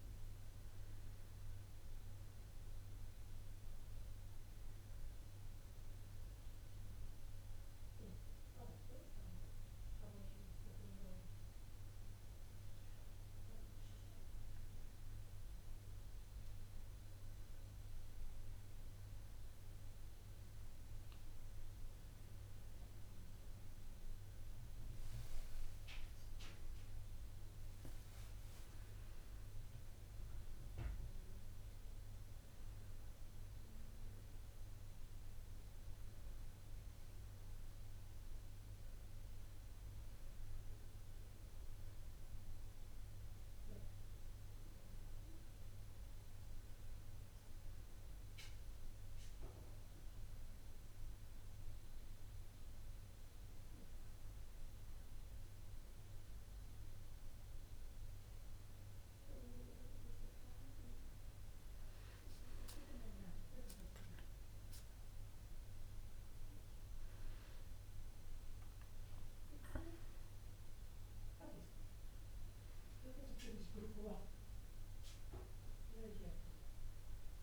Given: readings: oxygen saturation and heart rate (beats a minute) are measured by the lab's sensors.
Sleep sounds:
breathing in sleep by a room microphone; none
24.50-28.00 s: arousal
From the record:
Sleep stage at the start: N2 (light sleep); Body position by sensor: on the back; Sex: male

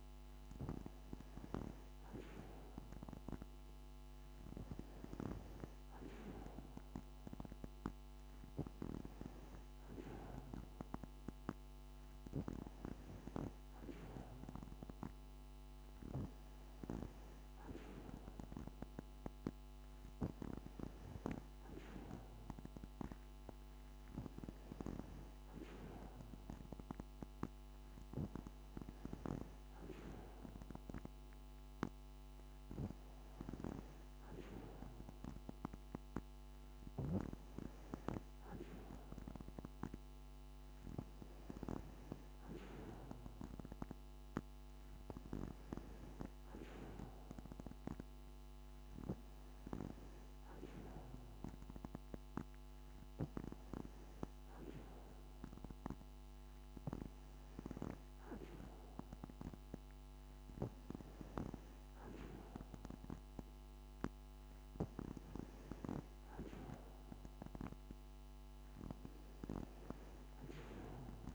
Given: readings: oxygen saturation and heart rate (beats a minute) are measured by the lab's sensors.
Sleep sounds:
breathing in sleep by a microphone on the trachea; none
none scored
From the record:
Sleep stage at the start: N2 (light sleep); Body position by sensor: on the back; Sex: female

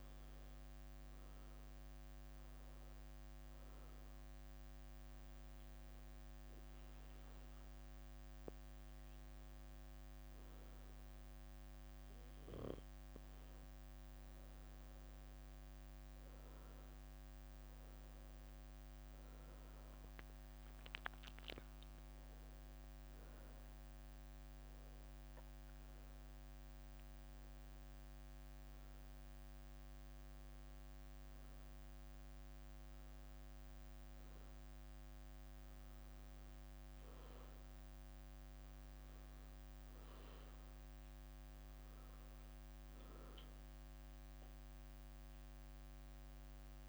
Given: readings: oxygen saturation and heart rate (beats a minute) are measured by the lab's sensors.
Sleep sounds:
a person awake in a sleep study, hard to hear, by a microphone on the trachea; 1
4.00-15.00 s: hypopnea (oxygen 94% before, 91% lowest, heart rate 74 before, 71 extreme, up 10 after)
16.50-46.89 s: new sleep stage, awake
18.50-24.00 s: leg movement (device-marked)
24.50-29.50 s: leg movement (device-marked)
32.50-39.50 s: leg movement (device-marked)
42.50-46.89 s: leg movement (device-marked)
From the record:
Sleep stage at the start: N2 (light sleep); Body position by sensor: on the back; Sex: female

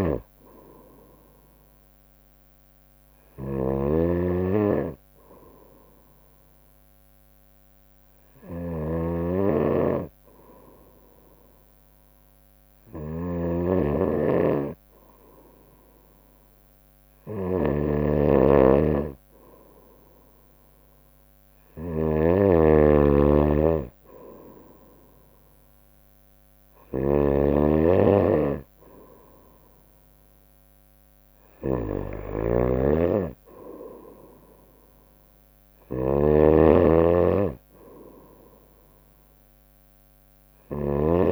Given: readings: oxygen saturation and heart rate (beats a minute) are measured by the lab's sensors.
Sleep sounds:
breathing in sleep by a microphone on the trachea; 1
0.00-41.32 s: snoring (device-marked)
3.00-5.00 s: bradycardia (device-marked, heart rate 63 before, 60 extreme)
5.50-20.00 s: obstructive apnea (oxygen 95% before, 93% lowest, heart rate 62 before, 61 extreme, up 1 after)
22.00-25.00 s: arousal
From the record:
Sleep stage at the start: N2 (light sleep); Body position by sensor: on the right side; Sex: female

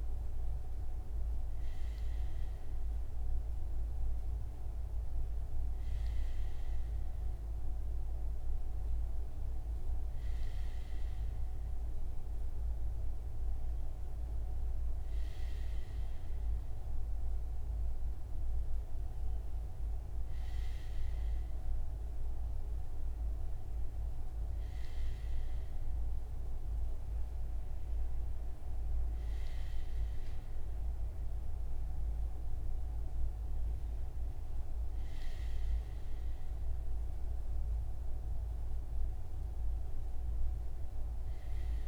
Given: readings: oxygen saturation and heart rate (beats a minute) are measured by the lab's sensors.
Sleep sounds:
breathing in sleep, hard to hear, by a room microphone; none
none scored
From the record:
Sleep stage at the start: REM sleep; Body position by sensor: on the front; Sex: male

